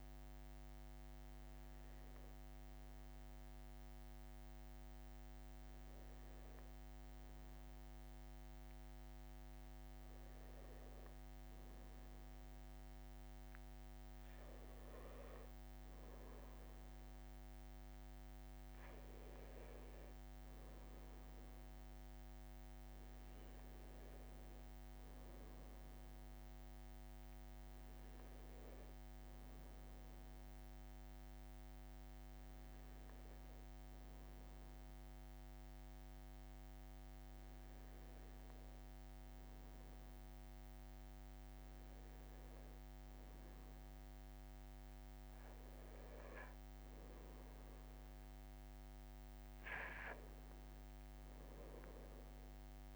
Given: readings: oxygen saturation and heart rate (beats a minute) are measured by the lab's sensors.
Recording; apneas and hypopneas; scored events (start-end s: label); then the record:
breathing in sleep, hard to hear, by a microphone on the trachea; none
18.00-20.00 s: long interval between heartbeats (device-marked, heart rate 43 before, 47 extreme)
22.00-24.00 s: long interval between heartbeats (device-marked, heart rate 45 before, 38 extreme)
31.50-33.50 s: long interval between heartbeats (device-marked)
36.50-38.50 s: long interval between heartbeats (device-marked, heart rate 33 before, 29 extreme)
From the record:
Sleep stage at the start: N1 (lightest sleep); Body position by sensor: on the right side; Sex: male